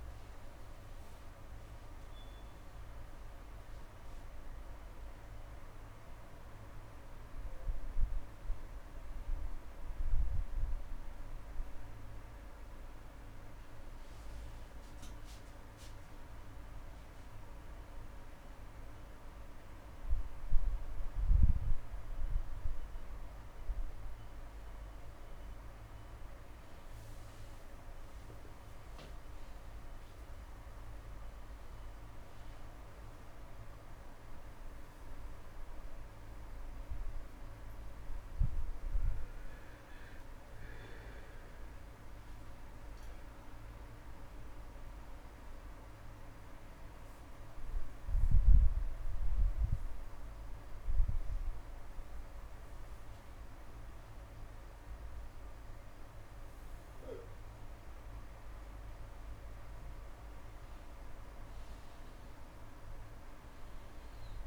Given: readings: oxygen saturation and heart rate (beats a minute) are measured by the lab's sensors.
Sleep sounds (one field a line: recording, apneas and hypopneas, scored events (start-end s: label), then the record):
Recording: breathing in sleep, hard to hear, by a room microphone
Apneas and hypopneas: 1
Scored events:
2.00-4.00 s: long interval between heartbeats (device-marked)
5.50-7.50 s: long interval between heartbeats (device-marked)
16.50-18.50 s: long interval between heartbeats (device-marked)
30.50-33.00 s: arousal
31.00-33.00 s: long interval between heartbeats (device-marked)
35.50-60.00 s: obstructive apnea (oxygen 98% before, 95% lowest)
52.50-54.50 s: long interval between heartbeats (device-marked)
60.50-64.47 s: arousal
From the record:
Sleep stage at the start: N2 (light sleep)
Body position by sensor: on the back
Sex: male